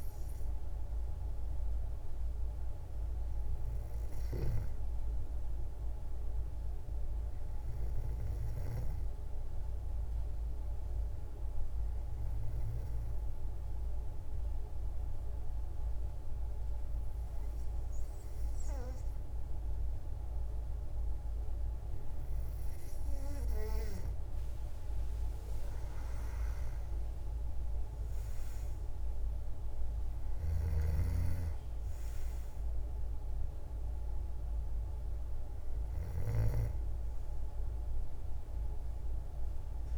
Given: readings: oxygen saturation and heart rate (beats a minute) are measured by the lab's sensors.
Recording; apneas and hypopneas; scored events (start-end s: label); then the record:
breathing in sleep by a room microphone; 1
7.50-22.50 s: obstructive apnea (oxygen 98% before, 92% lowest, heart rate 86 before, 54 extreme, up 27 after)
25.50-29.50 s: arousal
30.50-39.98 s: oxygen desaturation (device-marked, oxygen 96% before, 92% lowest, heart rate 64 before, 63 extreme)
From the record:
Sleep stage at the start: N2 (light sleep); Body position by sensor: on the back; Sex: female